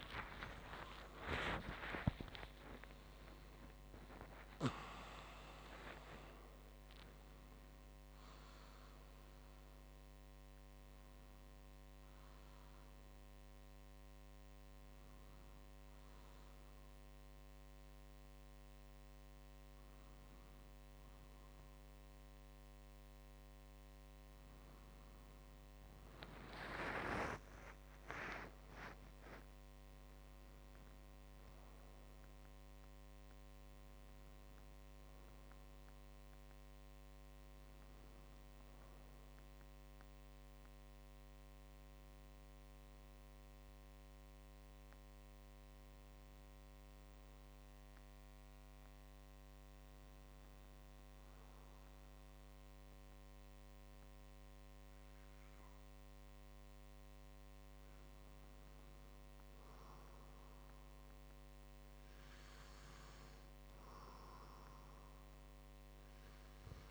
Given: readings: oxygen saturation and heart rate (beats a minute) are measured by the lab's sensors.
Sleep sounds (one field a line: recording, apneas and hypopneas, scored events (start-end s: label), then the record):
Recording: a person partly awake in a sleep study, by a microphone on the trachea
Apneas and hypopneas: 1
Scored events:
0.00-8.00 s: tachycardia (device-marked, heart rate 174 extreme)
28.00-44.00 s: oxygen desaturation (device-marked, oxygen 98% before, 95% lowest, heart rate 69 before, 57 extreme)
33.00-63.00 s: new sleep stage, N1 (lightest sleep)
43.00-57.00 s: hypopnea (oxygen 98% before, 94% lowest, heart rate 59 before, 57 extreme, up 3 after)
59.00-62.50 s: arousal
63.00-66.91 s: new sleep stage, N2 (light sleep)
From the record:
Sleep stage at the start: awake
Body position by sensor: on the back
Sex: male